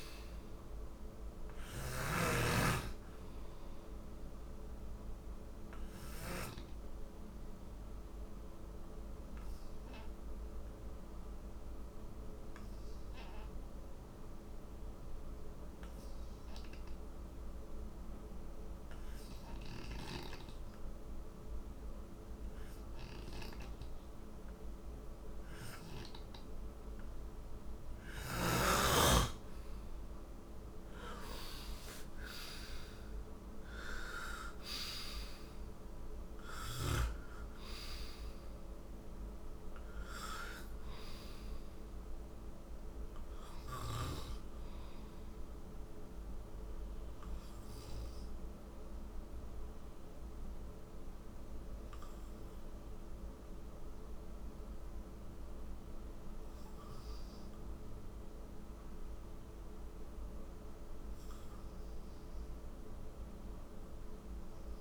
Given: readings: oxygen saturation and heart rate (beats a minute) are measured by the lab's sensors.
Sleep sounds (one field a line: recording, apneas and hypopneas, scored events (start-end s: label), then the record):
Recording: breathing in sleep by a room microphone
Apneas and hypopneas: 1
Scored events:
0.00-2.00 s: snoring (device-marked)
0.00-12.50 s: oxygen desaturation (device-marked, oxygen 86% lowest, heart rate 54 extreme)
4.50-27.50 s: obstructive apnea (oxygen 97% before, 86% lowest, heart rate 61 before, 56 extreme, up 12 after)
30.00-34.00 s: arousal
30.50-51.50 s: oxygen desaturation (device-marked, oxygen 95% before, 87% lowest, heart rate 57 before, 54 extreme)
From the record:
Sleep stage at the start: N2 (light sleep)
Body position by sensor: on the right side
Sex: male